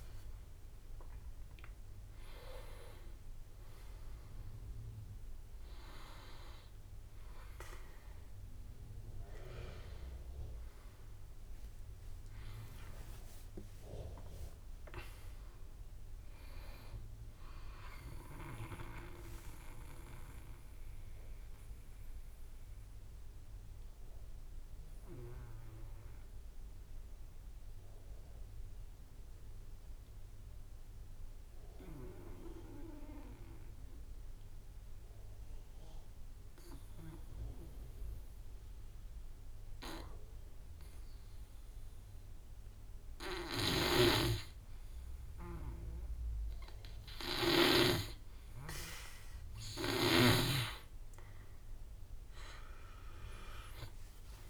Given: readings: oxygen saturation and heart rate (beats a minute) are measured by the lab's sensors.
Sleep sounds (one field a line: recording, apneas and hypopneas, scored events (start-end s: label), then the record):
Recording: breathing in sleep by a room microphone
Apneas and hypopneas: 1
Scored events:
0.00-21.50 s: drop in pulse transit time (device-marked, heart rate 59 extreme)
12.00-15.50 s: arousal
18.50-44.00 s: obstructive apnea (oxygen 94% before, 88% lowest, heart rate 70 before, 45 extreme, up 11 after)
39.50-54.50 s: oxygen desaturation (device-marked, oxygen 100% before, 90% lowest, heart rate 51 before, 45 extreme)
42.50-50.00 s: snoring (device-marked)
51.00-54.50 s: arousal
From the record:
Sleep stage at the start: N2 (light sleep)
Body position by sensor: on the back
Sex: male